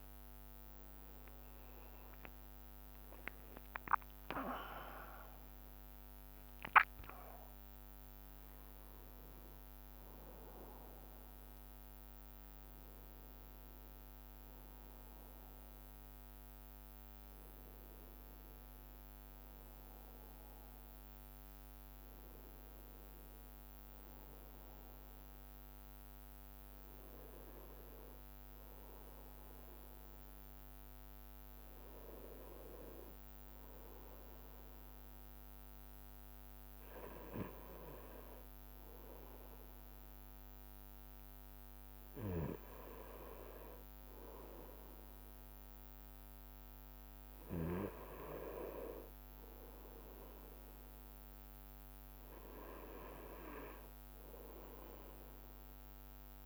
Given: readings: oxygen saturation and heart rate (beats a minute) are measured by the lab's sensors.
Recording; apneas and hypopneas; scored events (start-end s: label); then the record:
breathing in sleep by a microphone on the trachea; none
0.00-2.00 s: long interval between heartbeats (device-marked, heart rate 33 before, 26 extreme)
0.00-5.00 s: arousal
0.00-5.00 s: bradycardia (device-marked)
7.00-17.00 s: drop in pulse transit time (device-marked, heart rate 37 before, 56 extreme)
9.00-56.46 s: bradycardia (device-marked)
9.50-11.50 s: long interval between heartbeats (device-marked, heart rate 40 before, 70 extreme)
17.00-19.00 s: long interval between heartbeats (device-marked, heart rate 49 before, 57 extreme)
20.00-32.00 s: drop in pulse transit time (device-marked)
26.50-28.50 s: long interval between heartbeats (device-marked, heart rate 51 before, 25 extreme)
37.50-39.50 s: long interval between heartbeats (device-marked)
40.00-42.00 s: long interval between heartbeats (device-marked)
43.00-45.00 s: long interval between heartbeats (device-marked)
49.00-51.00 s: long interval between heartbeats (device-marked, heart rate 33 before, 53 extreme)
53.00-55.00 s: long interval between heartbeats (device-marked, heart rate 39 before, 53 extreme)
54.00-56.46 s: drop in pulse transit time (device-marked, heart rate 41 before, 28 extreme)
From the record:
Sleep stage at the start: N2 (light sleep); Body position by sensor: on the right side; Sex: male